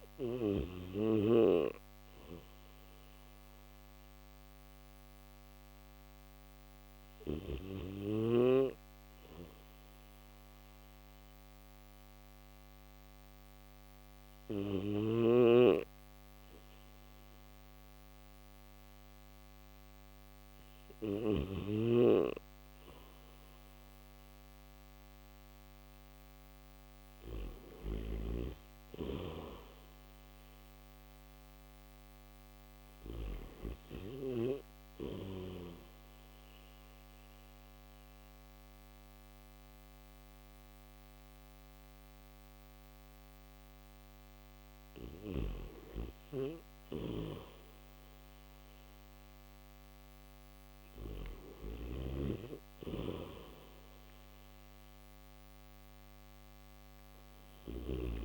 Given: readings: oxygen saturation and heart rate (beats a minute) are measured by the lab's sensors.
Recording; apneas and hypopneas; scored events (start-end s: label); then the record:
breathing in sleep by a microphone on the trachea; none
14.50-21.00 s: snoring (device-marked)
27.50-33.00 s: snoring (device-marked)
51.00-57.50 s: snoring (device-marked)
From the record:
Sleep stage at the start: N3 (deep sleep); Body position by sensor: on the back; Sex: male